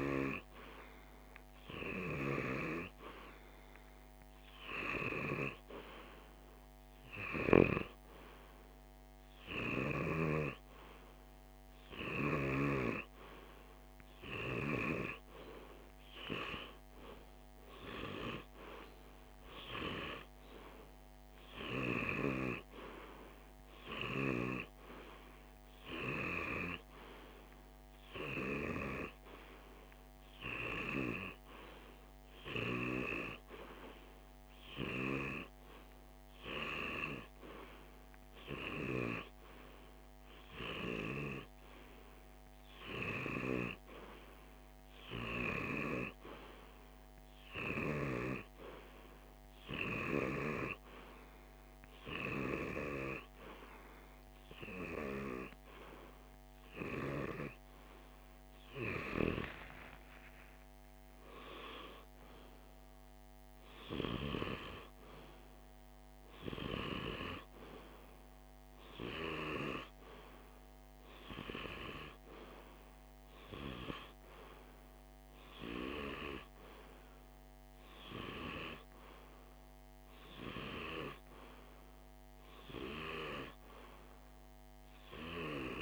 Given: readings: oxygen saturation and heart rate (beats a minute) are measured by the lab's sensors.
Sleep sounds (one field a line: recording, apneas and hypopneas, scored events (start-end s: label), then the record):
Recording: breathing in sleep by a microphone on the trachea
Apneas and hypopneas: 1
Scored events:
47.00-58.00 s: hypopnea (oxygen 97% before, 94% lowest, heart rate 51 before, 50 extreme, up 1 after)
55.00-59.00 s: oxygen desaturation (device-marked, oxygen 98% before, 94% lowest, heart rate 51 before, 50 extreme)
59.00-63.00 s: arousal
From the record:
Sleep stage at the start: REM sleep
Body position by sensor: on the left side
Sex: male